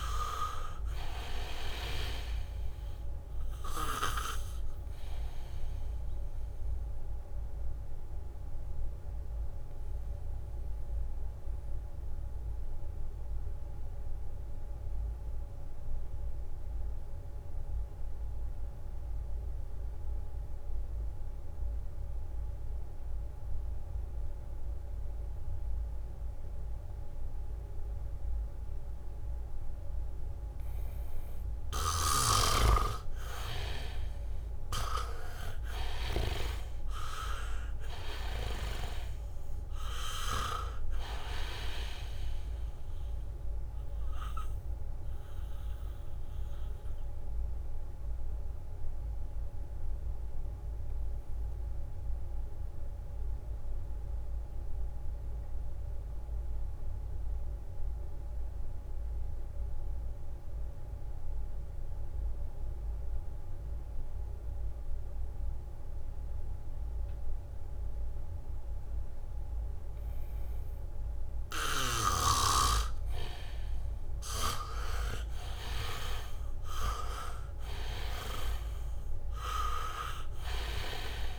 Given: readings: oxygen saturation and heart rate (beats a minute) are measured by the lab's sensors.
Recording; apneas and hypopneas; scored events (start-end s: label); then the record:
breathing in sleep by a room microphone; 2
0.00-19.50 s: oxygen desaturation (device-marked, oxygen 78% lowest, heart rate 66 extreme)
7.50-11.50 s: leg movement (device-marked)
8.00-31.00 s: mixed apnea (oxygen 99% before, 78% lowest, heart rate 69 before, 68 extreme)
24.00-30.50 s: leg movement (device-marked)
29.50-57.50 s: oxygen desaturation (device-marked, oxygen 98% before, 78% lowest, heart rate 73 before, 66 extreme)
32.00-36.50 s: snoring (device-marked)
33.50-37.50 s: arousal
46.50-73.50 s: mixed apnea (oxygen 98% before, 78% lowest, heart rate 71 before, 66 extreme, up 3 after)
69.50-81.39 s: oxygen desaturation (device-marked, oxygen 99% before, 79% lowest, heart rate 74 before, 65 extreme)
74.50-77.50 s: arousal
From the record:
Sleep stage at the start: N2 (light sleep); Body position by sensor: on the back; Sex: male